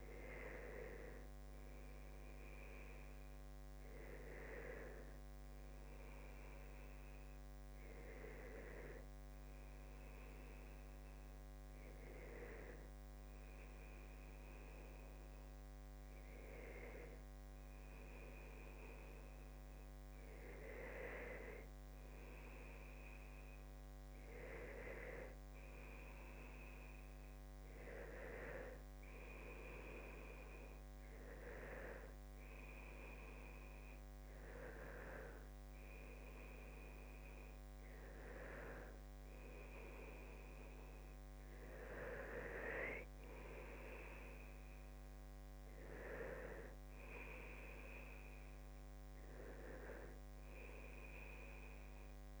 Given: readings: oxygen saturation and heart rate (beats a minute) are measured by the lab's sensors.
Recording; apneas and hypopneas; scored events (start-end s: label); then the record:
breathing in sleep by a microphone on the trachea; none
12.50-16.50 s: arousal
From the record:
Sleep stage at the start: N2 (light sleep); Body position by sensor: on the back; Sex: male